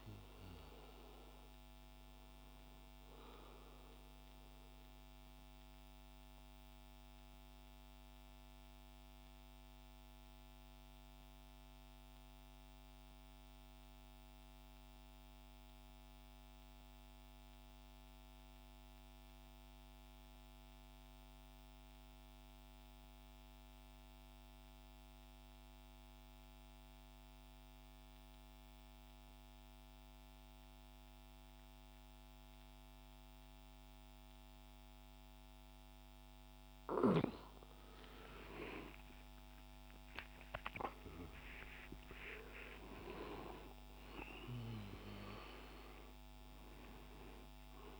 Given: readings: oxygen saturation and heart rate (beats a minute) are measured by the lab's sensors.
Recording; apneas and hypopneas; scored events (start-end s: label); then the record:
breathing in sleep by a microphone on the trachea; 1
0.00-12.00 s: oxygen desaturation (device-marked, oxygen 88% lowest, heart rate 63 extreme)
4.50-36.00 s: mixed apnea (oxygen 96% before, 88% lowest, heart rate 73 before, 60 extreme, up 28 after)
29.00-48.00 s: oxygen desaturation (device-marked, oxygen 98% before, 88% lowest, heart rate 65 before, 58 extreme)
38.50-44.50 s: arousal
From the record:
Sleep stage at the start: N2 (light sleep); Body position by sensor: on the back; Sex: male